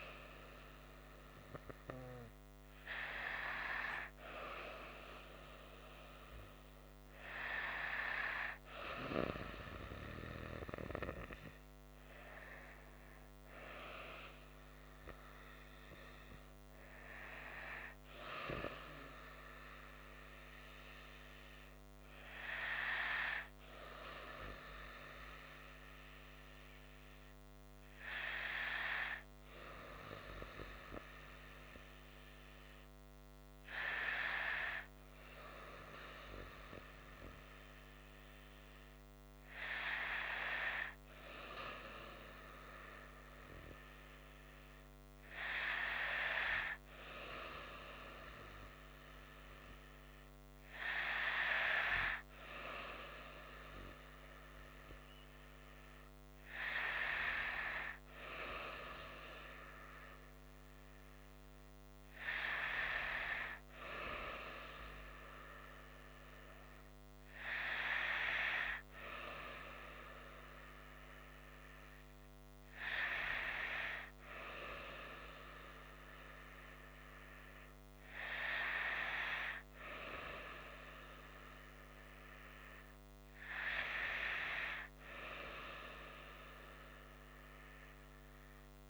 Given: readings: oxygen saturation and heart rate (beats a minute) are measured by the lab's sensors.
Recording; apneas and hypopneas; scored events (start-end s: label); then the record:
breathing in sleep by a microphone on the trachea; none
0.00-1.50 s: arousal
From the record:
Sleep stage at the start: N2 (light sleep); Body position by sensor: on the right side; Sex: female